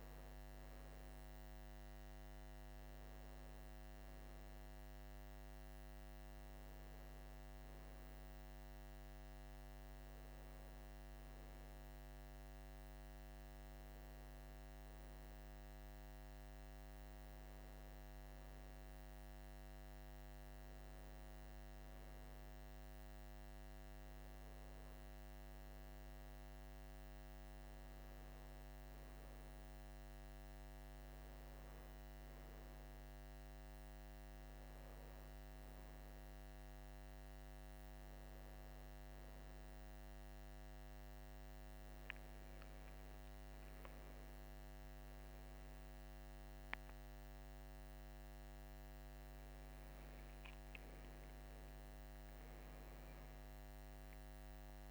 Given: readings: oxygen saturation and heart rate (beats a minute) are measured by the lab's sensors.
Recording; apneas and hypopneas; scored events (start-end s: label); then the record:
breathing in sleep, hard to hear, by a microphone on the trachea; none
44.50-49.00 s: arousal
From the record:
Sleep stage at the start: N2 (light sleep); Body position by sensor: on the right side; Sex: male